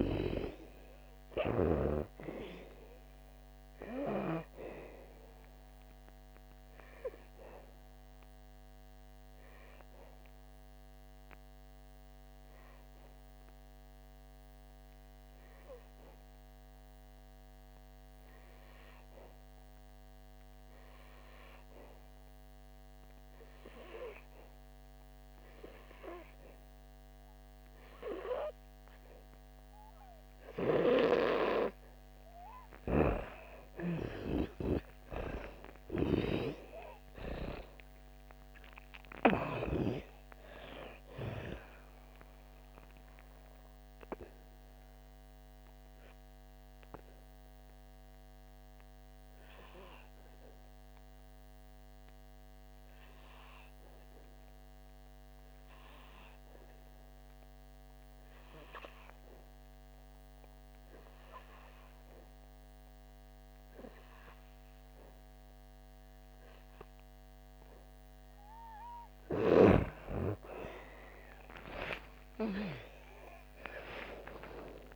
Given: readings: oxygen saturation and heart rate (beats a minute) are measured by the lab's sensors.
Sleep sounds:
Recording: breathing in sleep by a microphone on the trachea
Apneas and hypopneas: 2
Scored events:
0.00-1.00 s: arousal
0.00-28.00 s: oxygen desaturation (device-marked, oxygen 89% lowest, heart rate 56 extreme)
7.00-32.00 s: obstructive apnea (oxygen 98% before, 88% lowest, heart rate 64 before, 55 extreme, up 9 after)
35.50-40.00 s: arousal
41.00-67.00 s: oxygen desaturation (device-marked, oxygen 96% before, 88% lowest, heart rate 65 before, 53 extreme)
43.00-69.00 s: obstructive apnea (oxygen 98% before, 87% lowest, heart rate 66 before, 53 extreme, up 20 after)
69.50-74.96 s: snoring (device-marked)
70.00-74.96 s: arousal
From the record:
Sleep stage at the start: N2 (light sleep)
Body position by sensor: on the back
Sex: female

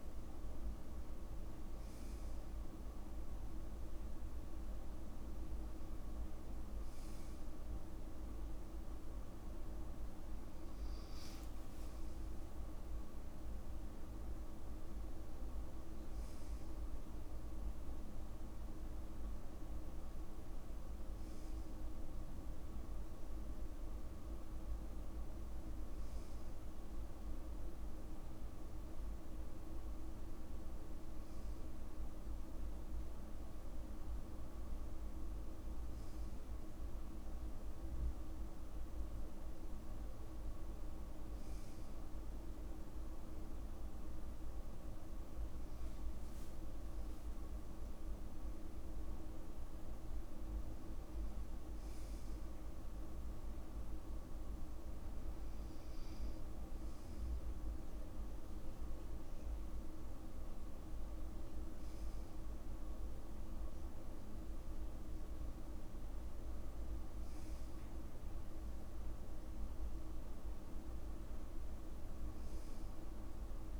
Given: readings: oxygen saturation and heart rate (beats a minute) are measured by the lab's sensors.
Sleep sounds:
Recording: breathing in sleep, hard to hear, by a room microphone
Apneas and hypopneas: none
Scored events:
12.00-14.00 s: long interval between heartbeats (device-marked, heart rate 64 before, 78 extreme)
From the record:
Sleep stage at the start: N2 (light sleep)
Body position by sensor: on the back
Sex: male

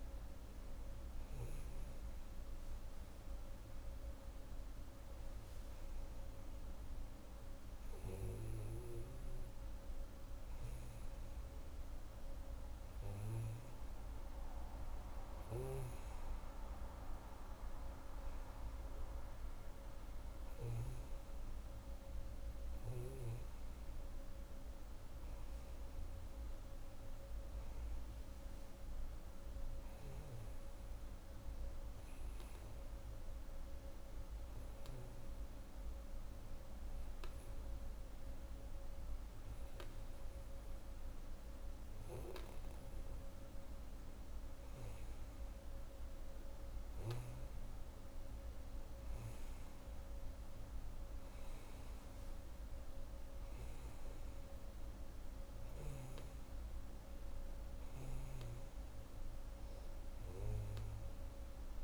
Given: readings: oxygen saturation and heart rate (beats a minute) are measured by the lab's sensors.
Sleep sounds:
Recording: breathing in sleep, hard to hear, by a room microphone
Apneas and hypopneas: none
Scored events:
11.00-61.84 s: new sleep stage, N2 (light sleep)
From the record:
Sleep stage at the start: N1 (lightest sleep)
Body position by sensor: on the back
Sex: female

